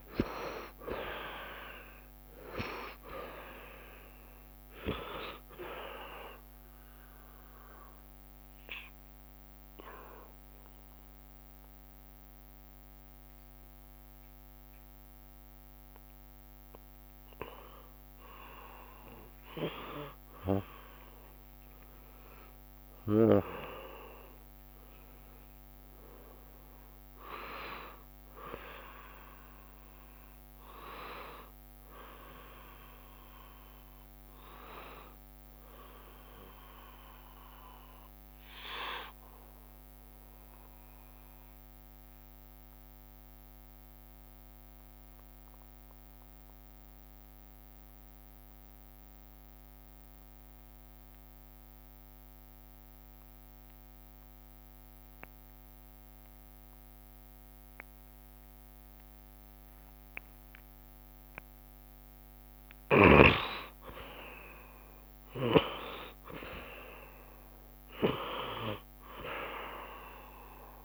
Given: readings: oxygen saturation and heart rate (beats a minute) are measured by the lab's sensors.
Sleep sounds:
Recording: breathing in sleep by a microphone on the trachea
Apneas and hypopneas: 2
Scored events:
0.00-19.50 s: oxygen desaturation (device-marked, oxygen 63% lowest, heart rate 69 extreme)
7.50-18.50 s: mixed apnea (oxygen 70% before, 63% lowest, heart rate 88 before, 69 extreme, up 4 after)
20.00-24.00 s: arousal
25.50-48.50 s: oxygen desaturation (device-marked, oxygen 93% before, 80% lowest, heart rate 76 before, 62 extreme)
38.50-61.00 s: obstructive apnea (oxygen 93% before, 71% lowest, heart rate 72 before, 62 extreme, up 40 after)
52.00-54.00 s: long interval between heartbeats (device-marked, heart rate 70 before, 77 extreme)
54.50-70.84 s: oxygen desaturation (device-marked, oxygen 88% before, 71% lowest, heart rate 70 before, 66 extreme)
63.50-69.00 s: arousal
65.50-67.50 s: long interval between heartbeats (device-marked, heart rate 71 before, 82 extreme)
65.50-70.84 s: tachycardia (device-marked, heart rate 79 before, 119 extreme)
68.00-70.00 s: long interval between heartbeats (device-marked, heart rate 72 before, 98 extreme)
From the record:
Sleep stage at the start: N2 (light sleep)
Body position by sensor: on the back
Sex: male

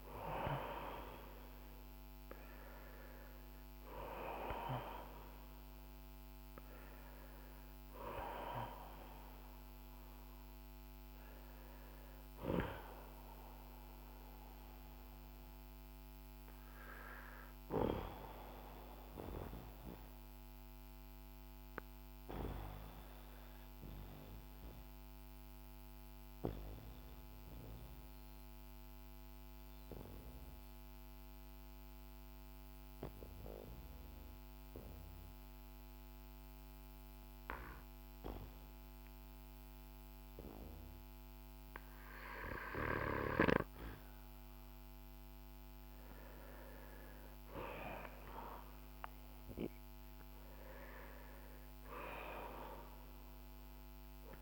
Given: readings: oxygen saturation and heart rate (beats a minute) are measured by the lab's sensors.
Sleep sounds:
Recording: breathing in sleep by a microphone on the trachea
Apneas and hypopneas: 1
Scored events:
0.00-33.50 s: oxygen desaturation (device-marked, oxygen 89% lowest, heart rate 47 extreme)
17.50-44.50 s: obstructive apnea (oxygen 97% before, 89% lowest, heart rate 57 before, 47 extreme, up 10 after)
47.00-52.00 s: arousal
From the record:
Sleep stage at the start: N2 (light sleep)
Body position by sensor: on the back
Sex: male

